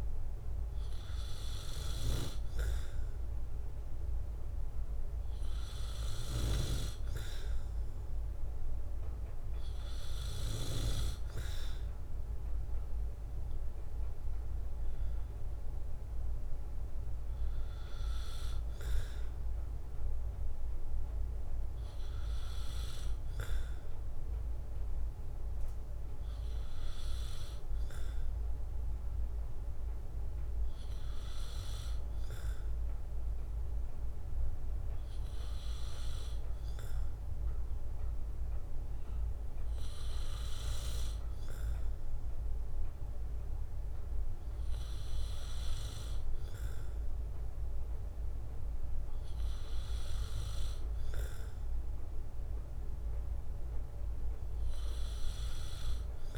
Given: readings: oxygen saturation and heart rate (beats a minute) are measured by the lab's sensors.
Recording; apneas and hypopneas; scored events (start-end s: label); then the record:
breathing in sleep by a room microphone; none
0.00-20.50 s: oxygen desaturation (device-marked, oxygen 91% lowest, heart rate 63 extreme)
From the record:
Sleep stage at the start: N2 (light sleep); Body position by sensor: on the right side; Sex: male